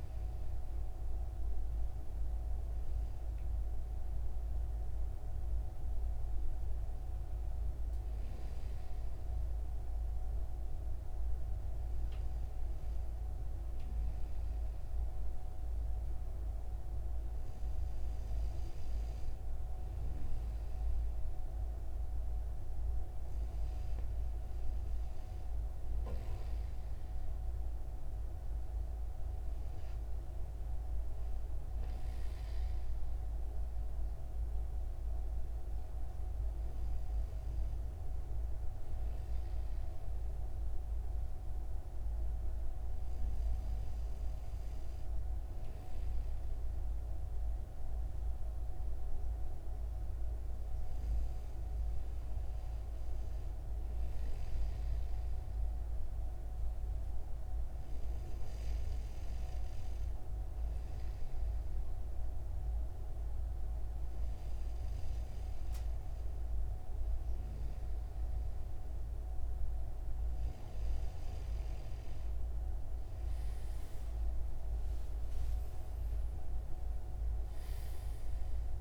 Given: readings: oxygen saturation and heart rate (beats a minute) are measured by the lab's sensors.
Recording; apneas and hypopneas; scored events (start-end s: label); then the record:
breathing in sleep, hard to hear, by a room microphone; none
none scored
From the record:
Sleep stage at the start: N2 (light sleep); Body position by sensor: on the right side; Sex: male